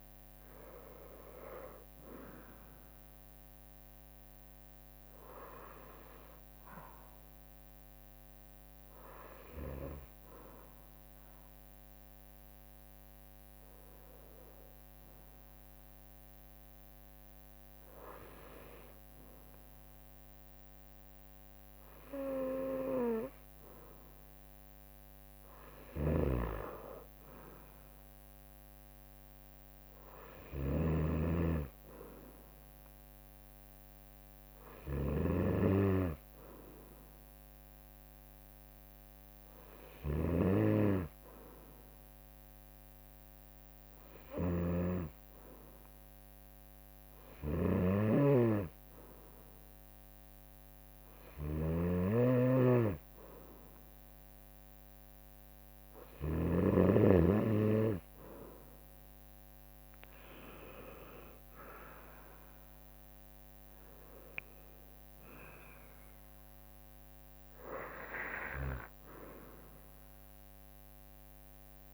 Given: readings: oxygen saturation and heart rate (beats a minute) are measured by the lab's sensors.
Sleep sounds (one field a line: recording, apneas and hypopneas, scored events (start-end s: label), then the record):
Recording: breathing in sleep by a microphone on the trachea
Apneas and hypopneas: 2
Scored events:
9.00-23.00 s: hypopnea (oxygen 93% before, 91% lowest, heart rate 63 before, 61 extreme, up 0 after)
25.50-29.50 s: arousal
25.50-56.00 s: snoring (device-marked)
35.50-54.00 s: hypopnea (oxygen 94% before, 90% lowest, heart rate 63 before, 57 extreme, up 4 after)
60.00-64.50 s: arousal
From the record:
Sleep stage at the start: N2 (light sleep)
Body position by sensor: on the right side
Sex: female